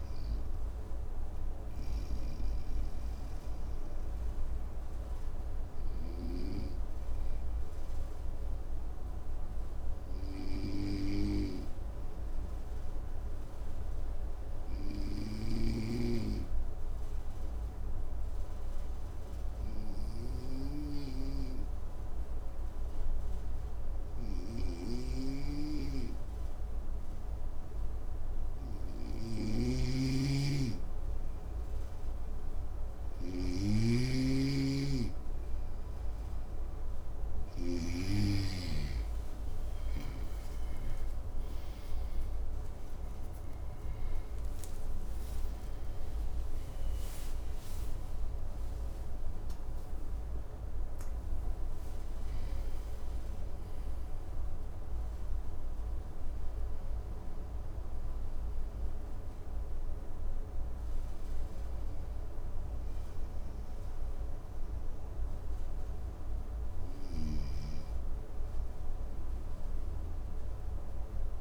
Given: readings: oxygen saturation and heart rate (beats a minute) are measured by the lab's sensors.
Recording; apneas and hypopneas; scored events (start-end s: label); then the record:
breathing in sleep by a room microphone; 1
0.50-28.00 s: obstructive apnea (oxygen 96% before, 93% lowest, heart rate 64 before, 55 extreme, up 1 after)
28.50-37.00 s: snoring (device-marked)
29.50-46.50 s: oxygen desaturation (device-marked, oxygen 99% before, 95% lowest, heart rate 57 before, 56 extreme)
38.00-45.00 s: arousal
From the record:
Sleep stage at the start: N2 (light sleep); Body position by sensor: on the front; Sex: male